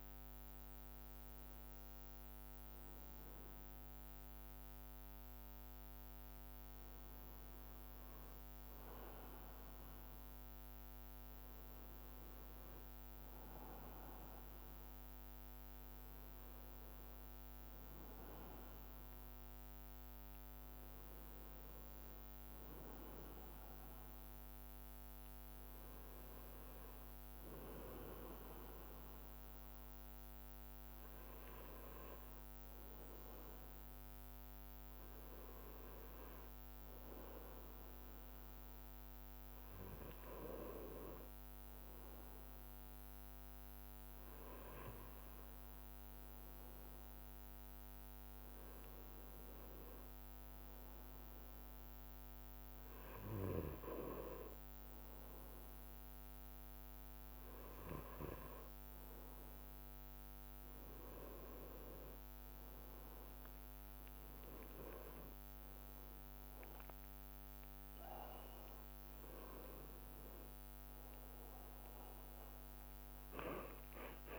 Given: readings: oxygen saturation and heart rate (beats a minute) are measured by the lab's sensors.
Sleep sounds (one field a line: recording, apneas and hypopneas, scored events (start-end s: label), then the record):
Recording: breathing in sleep by a microphone on the trachea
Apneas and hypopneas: none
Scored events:
0.00-71.00 s: bradycardia (device-marked)
6.00-8.00 s: long interval between heartbeats (device-marked)
9.50-11.50 s: long interval between heartbeats (device-marked)
15.00-25.00 s: drop in pulse transit time (device-marked)
21.00-23.00 s: long interval between heartbeats (device-marked)
25.50-27.50 s: long interval between heartbeats (device-marked)
36.00-38.00 s: long interval between heartbeats (device-marked)
44.00-46.00 s: long interval between heartbeats (device-marked, heart rate 38 before, 27 extreme)
44.00-74.39 s: new sleep stage, N1 (lightest sleep)
48.50-50.50 s: long interval between heartbeats (device-marked, heart rate 36 before, 32 extreme)
53.50-55.50 s: long interval between heartbeats (device-marked, heart rate 36 before, 35 extreme)
56.00-58.00 s: long interval between heartbeats (device-marked, heart rate 35 before, 39 extreme)
61.00-63.00 s: long interval between heartbeats (device-marked, heart rate 33 before, 39 extreme)
65.50-67.50 s: long interval between heartbeats (device-marked, heart rate 35 before, 40 extreme)
65.50-70.50 s: arousal
From the record:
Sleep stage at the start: N2 (light sleep)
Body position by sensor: on the right side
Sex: male